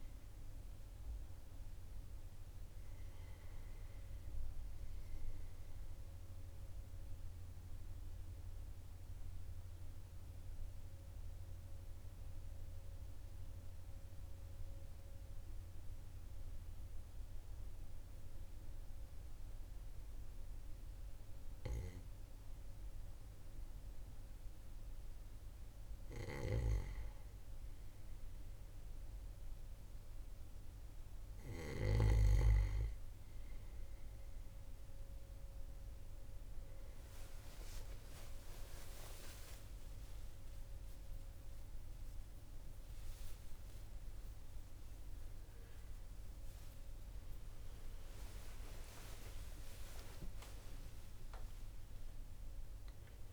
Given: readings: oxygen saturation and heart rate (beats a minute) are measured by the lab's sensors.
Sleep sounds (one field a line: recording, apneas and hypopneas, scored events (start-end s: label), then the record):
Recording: a person partly awake in a sleep study, by a room microphone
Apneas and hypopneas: 1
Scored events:
0.50-4.00 s: arousal
7.00-25.50 s: obstructive apnea (oxygen 98% before, 96% lowest, heart rate 41 before, 40 extreme, up 1 after)
30.00-53.33 s: new sleep stage, awake
From the record:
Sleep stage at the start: N2 (light sleep)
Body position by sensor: on the back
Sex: male